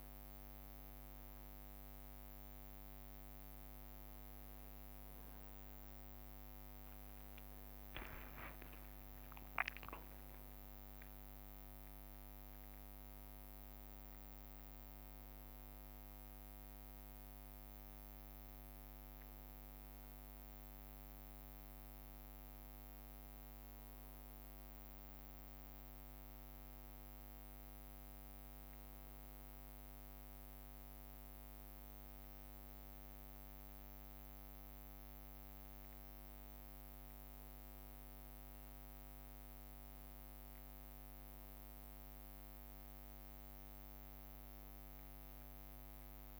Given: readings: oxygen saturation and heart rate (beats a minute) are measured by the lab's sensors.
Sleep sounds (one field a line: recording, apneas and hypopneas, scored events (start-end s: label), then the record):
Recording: breathing in sleep, hard to hear, by a microphone on the trachea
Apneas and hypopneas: none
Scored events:
0.00-2.00 s: leg movement (device-marked)
5.00-9.00 s: arousal
8.00-15.50 s: leg movement (device-marked)
From the record:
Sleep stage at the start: N1 (lightest sleep)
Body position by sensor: on the back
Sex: male